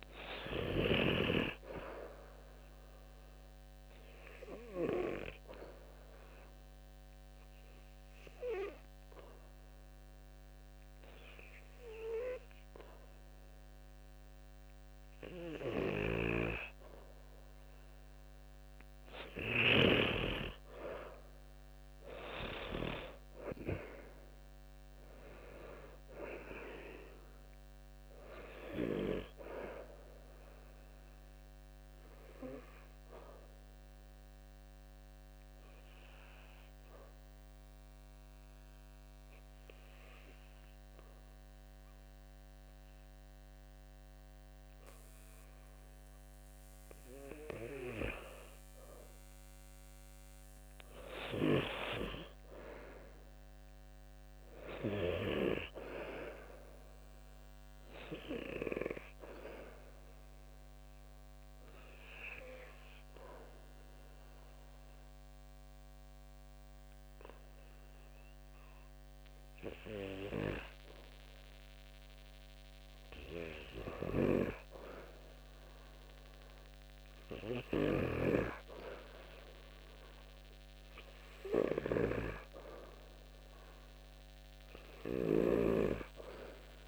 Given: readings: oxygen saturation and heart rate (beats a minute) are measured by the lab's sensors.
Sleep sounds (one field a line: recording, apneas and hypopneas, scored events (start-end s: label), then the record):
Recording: breathing in sleep by a microphone on the trachea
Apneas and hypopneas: 3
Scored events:
0.00-1.00 s: arousal
0.00-1.00 s: snoring (device-marked)
0.00-5.50 s: oxygen desaturation (device-marked, oxygen 92% lowest, heart rate 66 extreme)
6.00-17.50 s: obstructive apnea (oxygen 96% before, 91% lowest, heart rate 69 before, 66 extreme, up 12 after)
24.00-27.50 s: arousal
27.50-32.50 s: oxygen desaturation (device-marked, oxygen 95% before, 91% lowest, heart rate 71 before, 67 extreme)
30.50-45.50 s: obstructive apnea (oxygen 95% before, 91% lowest, heart rate 72 before, 63 extreme, up 6 after)
50.50-54.50 s: arousal
59.50-71.50 s: obstructive apnea (oxygen 95% before, 92% lowest, heart rate 70 before, 63 extreme, up 7 after)
74.00-78.00 s: arousal
From the record:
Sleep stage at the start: N2 (light sleep)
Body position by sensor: on the back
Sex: male